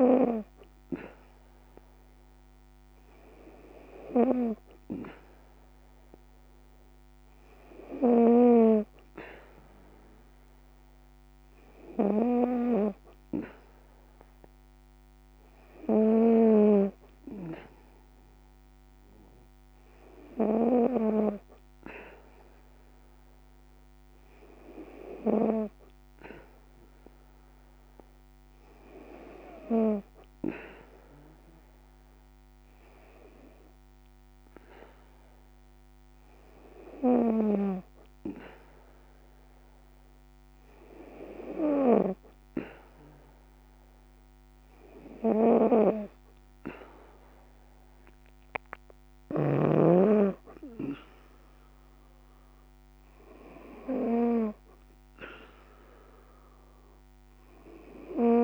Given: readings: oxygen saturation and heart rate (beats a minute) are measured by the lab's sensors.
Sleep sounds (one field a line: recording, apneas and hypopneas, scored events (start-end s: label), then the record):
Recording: breathing in sleep by a microphone on the trachea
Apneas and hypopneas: none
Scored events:
44.50-48.00 s: snoring (device-marked)
From the record:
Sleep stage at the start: N2 (light sleep)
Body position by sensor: on the back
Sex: female